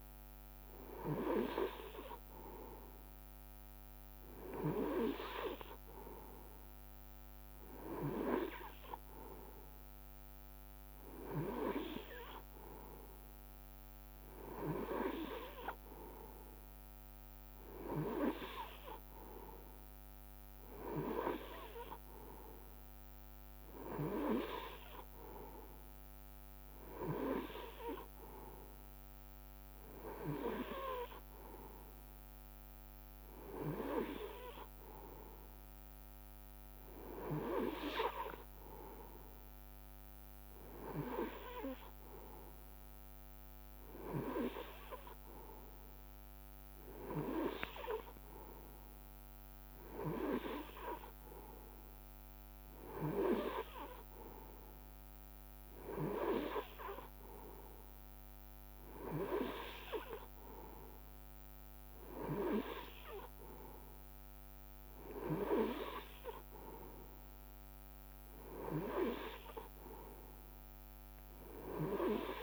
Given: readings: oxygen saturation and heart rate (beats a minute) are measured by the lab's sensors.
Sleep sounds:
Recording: breathing in sleep by a microphone on the trachea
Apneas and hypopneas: none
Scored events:
16.00-18.00 s: long interval between heartbeats (device-marked, heart rate 60 before, 69 extreme)
39.00-41.00 s: long interval between heartbeats (device-marked, heart rate 63 before, 73 extreme)
From the record:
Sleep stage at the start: N3 (deep sleep)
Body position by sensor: on the right side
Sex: male

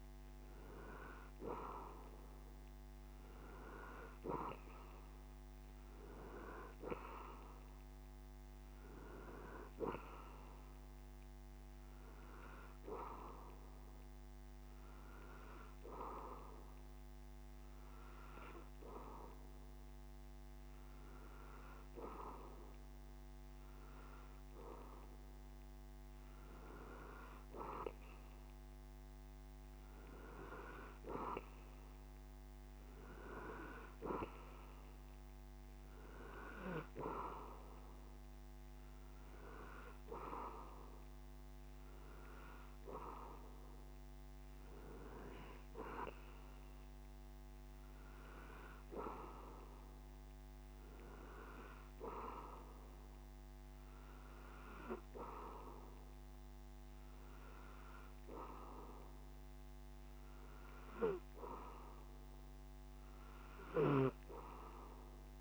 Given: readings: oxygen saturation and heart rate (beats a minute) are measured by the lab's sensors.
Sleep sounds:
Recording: breathing in sleep by a microphone on the trachea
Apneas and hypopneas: none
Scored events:
none scored
From the record:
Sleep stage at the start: N2 (light sleep)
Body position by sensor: on the back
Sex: male

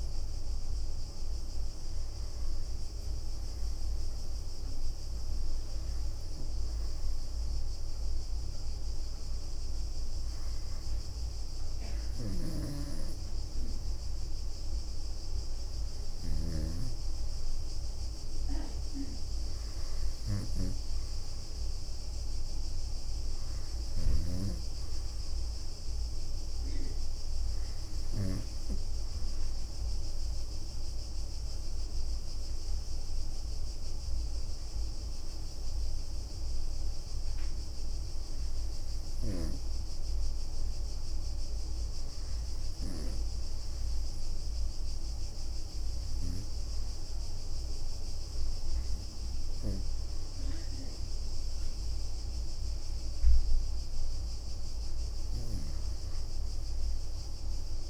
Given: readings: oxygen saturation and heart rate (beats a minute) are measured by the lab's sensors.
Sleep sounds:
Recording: breathing in sleep by a room microphone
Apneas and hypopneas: 1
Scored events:
0.00-7.00 s: oxygen desaturation (device-marked, oxygen 93% lowest, heart rate 65 extreme)
5.50-7.00 s: leg movement (device-marked)
10.50-19.50 s: leg movement (device-marked)
12.00-16.00 s: snoring (device-marked)
20.00-24.00 s: arousal
20.50-29.00 s: leg movement (device-marked)
28.00-39.00 s: obstructive apnea (oxygen 96% before, 92% lowest, heart rate 70 before, 65 extreme, up 4 after)
32.00-41.00 s: leg movement (device-marked)
42.00-46.00 s: arousal
From the record:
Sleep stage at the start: REM sleep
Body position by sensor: on the right side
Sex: female

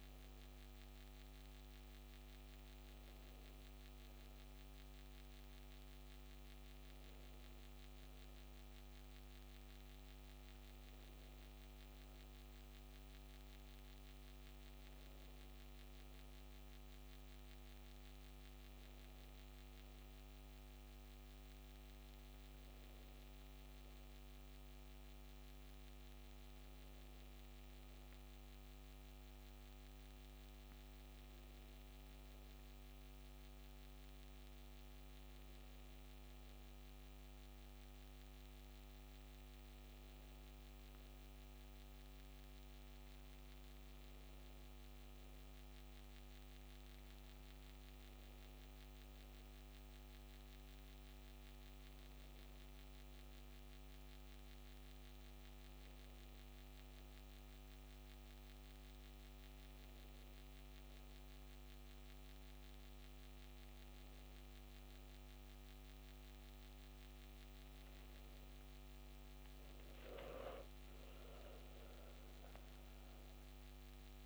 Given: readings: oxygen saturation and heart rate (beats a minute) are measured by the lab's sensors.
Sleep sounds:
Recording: breathing in sleep, hard to hear, by a microphone on the trachea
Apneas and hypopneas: none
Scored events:
none scored
From the record:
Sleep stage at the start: N2 (light sleep)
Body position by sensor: on the back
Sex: female

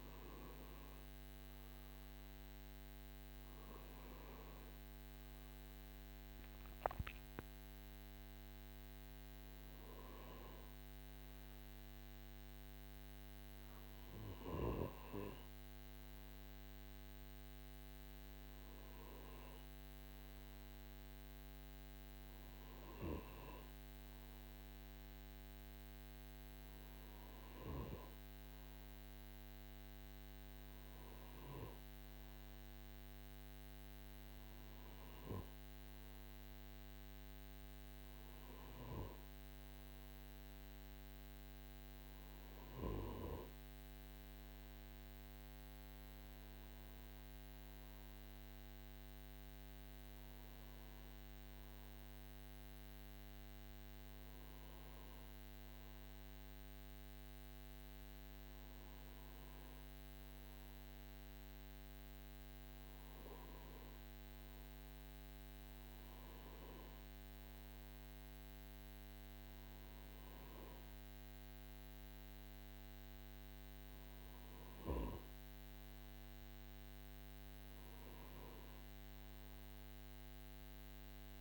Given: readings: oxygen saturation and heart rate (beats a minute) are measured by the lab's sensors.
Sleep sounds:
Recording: breathing in sleep, hard to hear, by a microphone on the trachea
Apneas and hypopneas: none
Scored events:
none scored
From the record:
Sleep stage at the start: N2 (light sleep)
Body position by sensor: on the right side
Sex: male

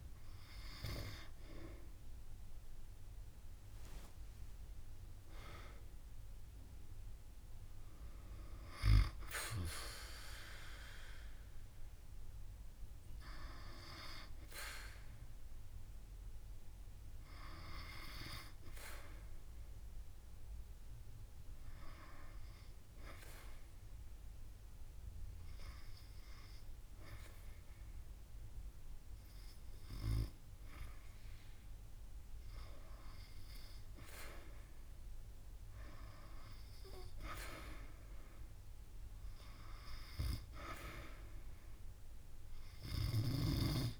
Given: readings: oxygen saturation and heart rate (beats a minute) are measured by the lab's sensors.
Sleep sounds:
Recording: breathing in sleep by a room microphone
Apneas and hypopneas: 1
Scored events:
4.00-8.50 s: arousal
7.00-17.00 s: oxygen desaturation (device-marked, oxygen 95% before, 92% lowest)
20.50-33.00 s: hypopnea (oxygen 96% before, 91% lowest)
35.50-40.00 s: arousal
From the record:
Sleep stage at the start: N2 (light sleep)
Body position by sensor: on the back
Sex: female

